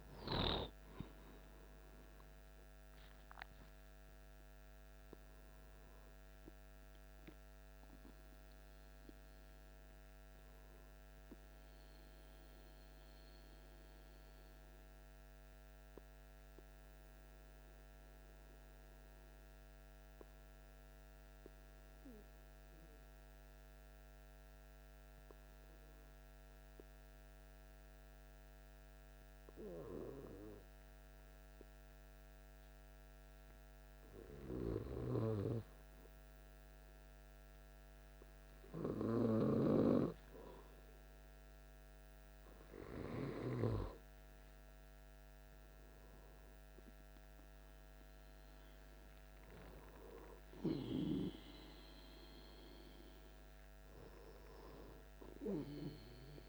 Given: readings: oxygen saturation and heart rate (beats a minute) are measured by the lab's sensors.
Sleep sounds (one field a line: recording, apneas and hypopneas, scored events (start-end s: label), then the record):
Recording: breathing in sleep by a microphone on the trachea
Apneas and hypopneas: 1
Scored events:
0.00-11.00 s: oxygen desaturation (device-marked, oxygen 95% lowest, heart rate 54 extreme)
12.50-36.50 s: obstructive apnea (oxygen 99% before, 95% lowest, heart rate 60 before, 55 extreme, up 4 after)
37.50-40.50 s: arousal
From the record:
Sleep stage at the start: N2 (light sleep)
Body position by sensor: on the back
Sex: male